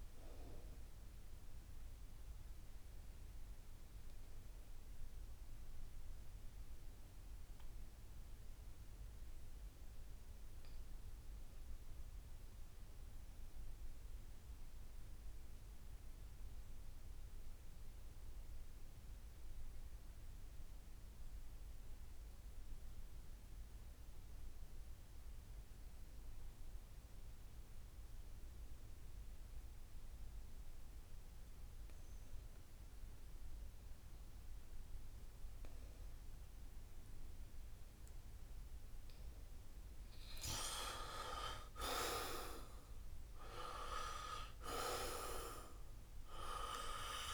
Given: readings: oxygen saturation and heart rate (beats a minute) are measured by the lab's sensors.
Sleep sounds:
breathing in sleep by a room microphone; 1
0.00-14.00 s: oxygen desaturation (device-marked, oxygen 79% lowest, heart rate 66 extreme)
3.00-39.00 s: obstructive apnea (oxygen 94% before, 77% lowest, heart rate 73 before, 64 extreme, up 4 after)
25.00-47.34 s: oxygen desaturation (device-marked, oxygen 97% before, 77% lowest, heart rate 69 before, 64 extreme)
42.50-47.00 s: arousal
From the record:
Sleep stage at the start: N2 (light sleep); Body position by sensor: on the back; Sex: male

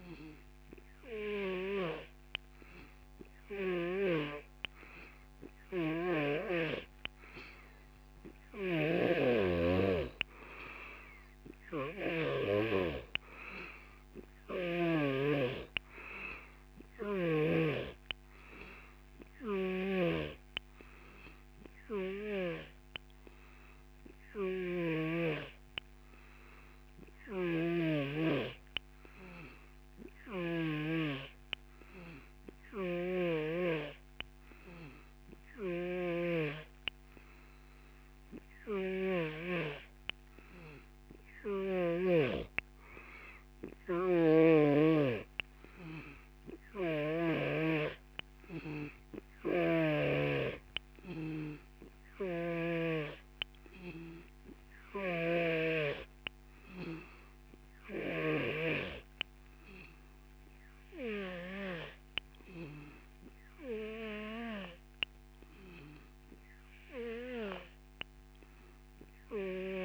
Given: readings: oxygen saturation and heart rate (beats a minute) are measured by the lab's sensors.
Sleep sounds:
breathing in sleep by a microphone on the trachea; none
1.50-12.50 s: snoring (device-marked)
19.50-28.00 s: snoring (device-marked)
30.00-33.50 s: snoring (device-marked)
35.50-39.50 s: snoring (device-marked)
46.50-50.00 s: snoring (device-marked)
52.00-58.50 s: snoring (device-marked)
From the record:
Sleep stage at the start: N3 (deep sleep); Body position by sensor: on the back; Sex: male

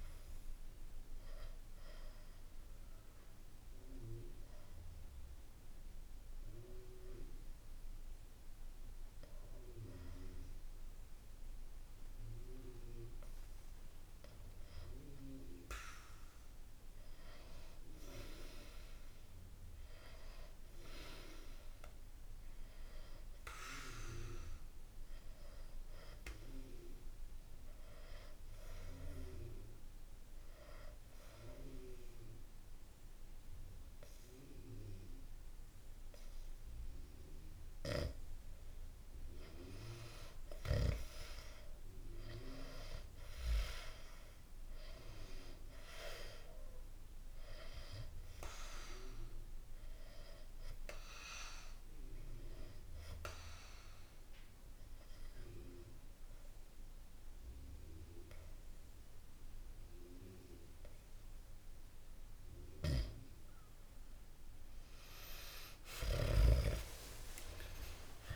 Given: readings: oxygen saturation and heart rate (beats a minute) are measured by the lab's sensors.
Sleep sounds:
breathing in sleep by a room microphone; 3
1.50-13.00 s: obstructive apnea (oxygen 96% before, 92% lowest, heart rate 69 before, 61 extreme, up 2 after)
18.00-21.00 s: arousal
26.00-38.50 s: obstructive apnea (oxygen 96% before, 92% lowest, heart rate 64 before, 63 extreme, up 3 after)
40.50-45.00 s: arousal
48.00-66.00 s: oxygen desaturation (device-marked, oxygen 96% before, 92% lowest, heart rate 64 before, 64 extreme)
49.00-62.50 s: obstructive apnea (oxygen 98% before, 92% lowest, heart rate 64 before, 64 extreme, up 4 after)
64.50-68.36 s: arousal
From the record:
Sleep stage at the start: N2 (light sleep); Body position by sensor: on the back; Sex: male

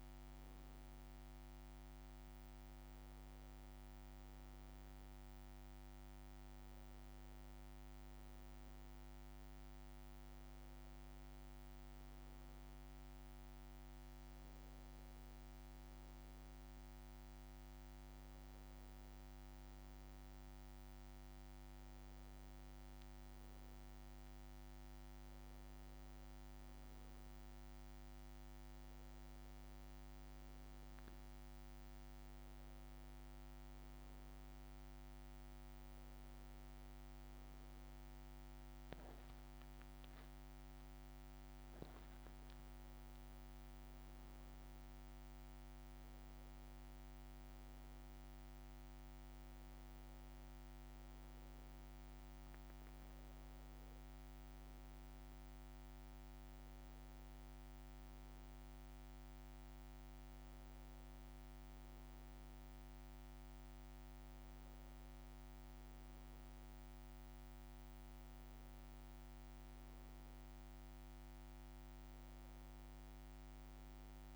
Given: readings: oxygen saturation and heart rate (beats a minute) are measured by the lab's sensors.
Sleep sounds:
a person awake in a sleep study, hard to hear, by a microphone on the trachea; none
none scored
From the record:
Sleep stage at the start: awake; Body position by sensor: on the back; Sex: male

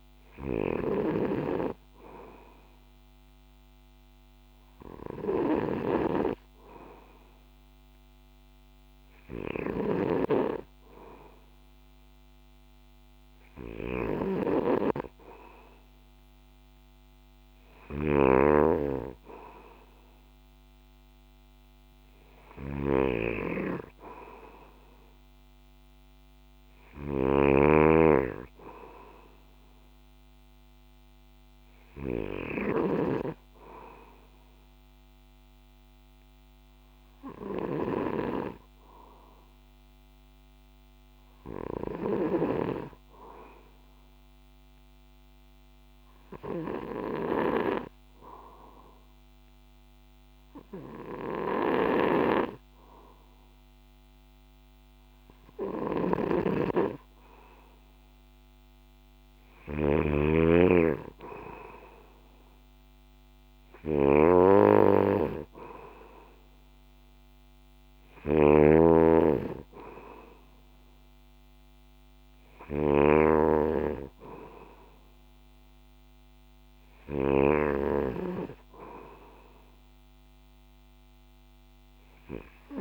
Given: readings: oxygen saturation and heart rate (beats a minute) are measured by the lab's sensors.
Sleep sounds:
breathing in sleep by a microphone on the trachea; 1
0.00-42.50 s: snoring (device-marked)
42.50-55.50 s: hypopnea (oxygen 96% before, 93% lowest, heart rate 63 before, 62 extreme, up 5 after)
55.50-82.81 s: snoring (device-marked)
58.50-62.50 s: arousal
From the record:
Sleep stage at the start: N2 (light sleep); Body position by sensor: on the back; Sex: male

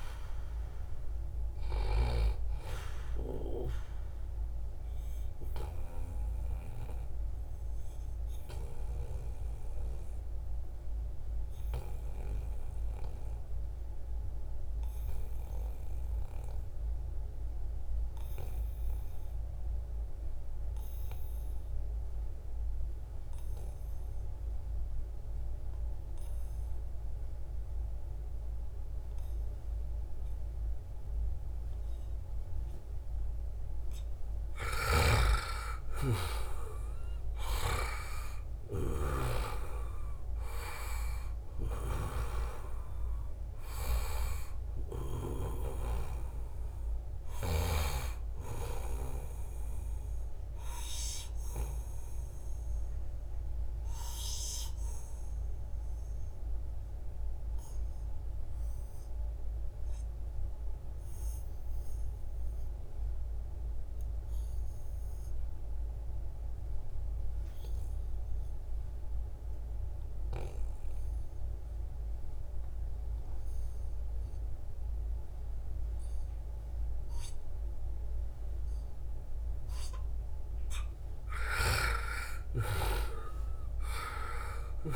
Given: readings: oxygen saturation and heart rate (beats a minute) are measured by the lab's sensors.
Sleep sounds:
breathing in sleep by a room microphone; 2
0.00-12.00 s: oxygen desaturation (device-marked, oxygen 87% lowest, heart rate 69 extreme)
4.50-33.50 s: obstructive apnea (oxygen 97% before, 87% lowest, heart rate 79 before, 69 extreme, up 4 after)
28.00-58.00 s: oxygen desaturation (device-marked, oxygen 98% before, 88% lowest, heart rate 73 before, 69 extreme)
34.50-38.50 s: arousal
34.50-39.00 s: snoring (device-marked)
50.50-80.00 s: obstructive apnea (oxygen 97% before, 88% lowest, heart rate 74 before, 69 extreme, up 5 after)
76.00-84.96 s: oxygen desaturation (device-marked, oxygen 98% before, 89% lowest, heart rate 72 before, 68 extreme)
81.50-84.96 s: arousal
From the record:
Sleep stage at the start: N2 (light sleep); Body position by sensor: on the back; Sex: male

